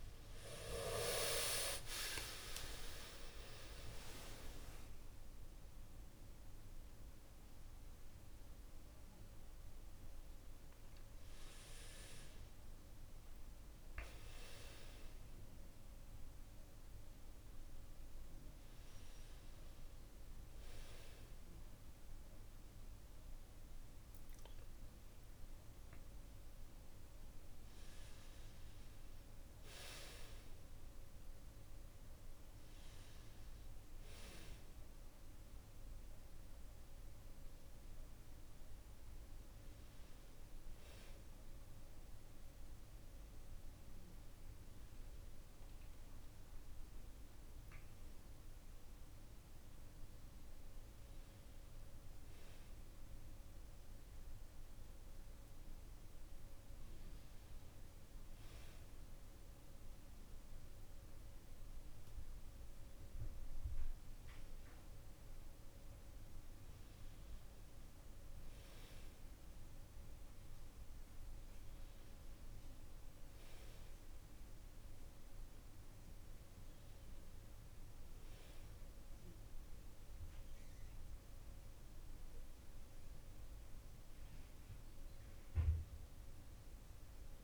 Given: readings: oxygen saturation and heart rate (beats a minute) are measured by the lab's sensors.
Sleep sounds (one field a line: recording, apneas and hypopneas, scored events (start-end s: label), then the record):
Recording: breathing in sleep by a room microphone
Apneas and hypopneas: none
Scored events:
0.00-1.50 s: arousal
7.00-18.00 s: oxygen desaturation (device-marked, oxygen 96% before, 93% lowest, heart rate 66 before, 69 extreme)
44.00-47.50 s: arousal
From the record:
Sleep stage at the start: N2 (light sleep)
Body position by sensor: on the back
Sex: male